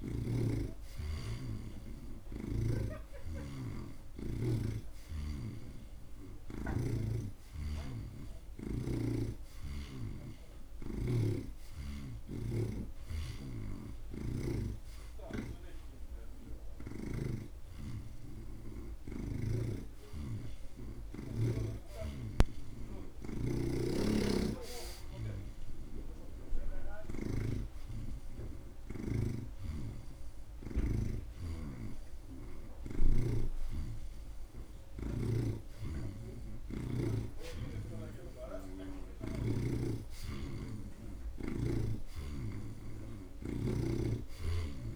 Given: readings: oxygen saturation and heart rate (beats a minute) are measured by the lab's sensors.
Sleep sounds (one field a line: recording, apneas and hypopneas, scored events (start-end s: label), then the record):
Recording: breathing in sleep by a room microphone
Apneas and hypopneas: none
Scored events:
20.00-27.50 s: snoring (device-marked)
29.50-33.50 s: snoring (device-marked)
35.00-44.96 s: oxygen desaturation (device-marked, oxygen 82% before, 79% lowest)
35.50-40.00 s: snoring (device-marked)
From the record:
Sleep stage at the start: N2 (light sleep)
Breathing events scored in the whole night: 49 in 2.9 hours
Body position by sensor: on the right side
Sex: male